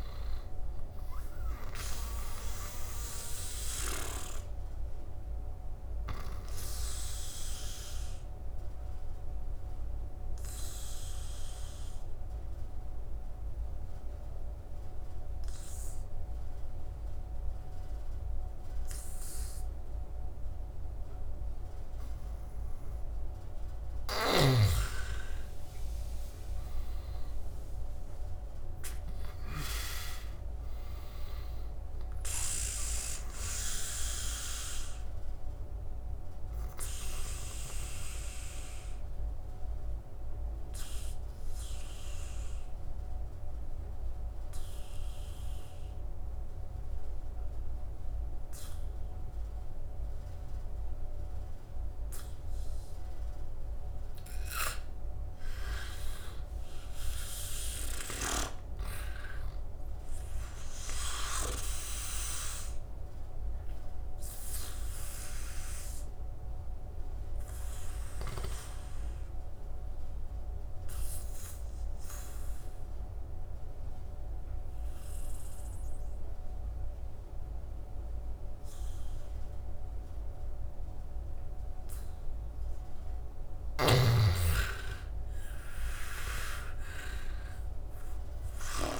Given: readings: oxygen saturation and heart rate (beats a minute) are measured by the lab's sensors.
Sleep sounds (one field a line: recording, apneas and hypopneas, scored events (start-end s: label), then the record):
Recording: breathing in sleep by a room microphone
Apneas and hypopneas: 3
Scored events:
0.00-19.00 s: oxygen desaturation (device-marked, oxygen 88% lowest, heart rate 70 extreme)
1.50-21.00 s: obstructive apnea (oxygen 99% before, 86% lowest, heart rate 76 before, 70 extreme, up 9 after)
23.50-27.50 s: arousal
23.50-29.50 s: snoring (device-marked)
27.00-51.00 s: oxygen desaturation (device-marked, oxygen 99% before, 86% lowest, heart rate 74 before, 71 extreme)
33.50-53.00 s: obstructive apnea (oxygen 99% before, 86% lowest, heart rate 74 before, 71 extreme, up 8 after)
53.00-85.00 s: oxygen desaturation (device-marked, oxygen 99% before, 86% lowest, heart rate 74 before, 70 extreme)
55.00-58.00 s: arousal
62.50-81.50 s: obstructive apnea (oxygen 99% before, 86% lowest, heart rate 73 before, 71 extreme, up 9 after)
83.00-86.50 s: arousal
83.00-88.50 s: snoring (device-marked)
87.00-89.00 s: oxygen desaturation (device-marked, oxygen 98% before, 86% lowest, heart rate 75 before, 69 extreme)
From the record:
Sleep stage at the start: N2 (light sleep)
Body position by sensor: on the back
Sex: male